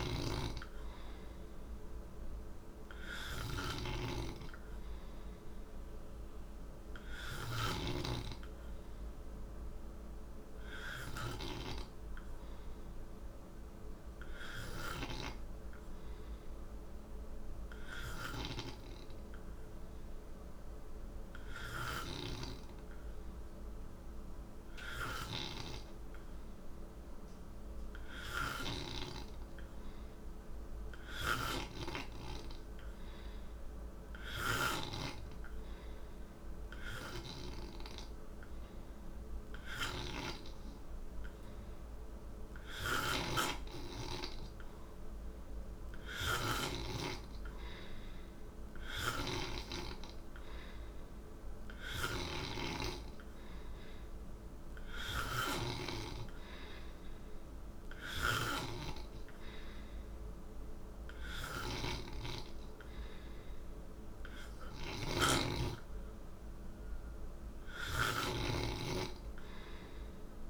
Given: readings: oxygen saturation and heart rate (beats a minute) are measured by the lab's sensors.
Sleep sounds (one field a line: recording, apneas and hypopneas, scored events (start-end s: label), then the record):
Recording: breathing in sleep by a room microphone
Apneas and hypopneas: none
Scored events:
0.00-7.50 s: snoring (device-marked)
0.00-8.00 s: oxygen desaturation (device-marked, oxygen 88% lowest, heart rate 59 extreme)
28.00-34.50 s: snoring (device-marked)
42.50-55.50 s: snoring (device-marked)
61.50-70.50 s: snoring (device-marked)
From the record:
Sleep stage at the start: N3 (deep sleep)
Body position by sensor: on the right side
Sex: male